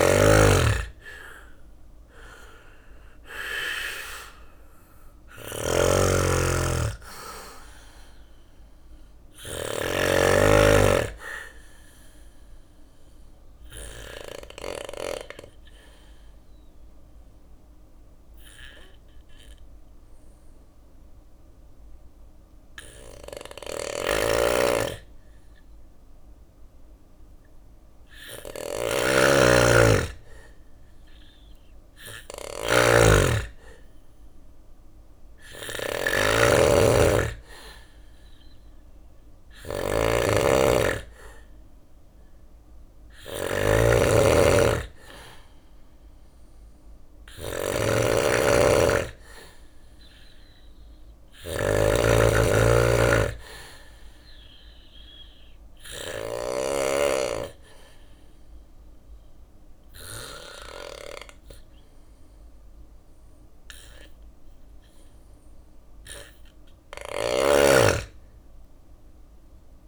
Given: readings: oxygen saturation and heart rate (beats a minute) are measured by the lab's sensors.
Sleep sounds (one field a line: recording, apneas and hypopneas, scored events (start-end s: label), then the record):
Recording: breathing in sleep by a room microphone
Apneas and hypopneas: 2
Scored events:
0.00-1.00 s: arousal
0.00-9.50 s: drop in pulse transit time (device-marked, heart rate 59 extreme)
0.00-14.00 s: snoring (device-marked)
4.50-23.50 s: oxygen desaturation (device-marked, oxygen 97% before, 92% lowest, heart rate 60 before, 58 extreme)
5.50-7.50 s: bradycardia (device-marked, heart rate 60 before, 62 extreme)
11.50-27.00 s: obstructive apnea (oxygen 97% before, 92% lowest, heart rate 60 before, 58 extreme, up 3 after)
12.50-23.50 s: bradycardia (device-marked, heart rate 60 before, 58 extreme)
22.50-55.50 s: snoring (device-marked)
28.50-32.00 s: arousal
41.50-49.50 s: oxygen desaturation (device-marked, oxygen 97% before, 94% lowest, heart rate 60 before, 58 extreme)
53.50-60.50 s: bradycardia (device-marked, heart rate 60 before, 58 extreme)
53.50-65.50 s: obstructive apnea (oxygen 99% before, 91% lowest, heart rate 61 before, 59 extreme, up 9 after)
66.00-69.88 s: snoring (device-marked)
67.50-69.88 s: drop in pulse transit time (device-marked, heart rate 60 before, 60 extreme)
From the record:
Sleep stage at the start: N2 (light sleep)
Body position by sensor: on the back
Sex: male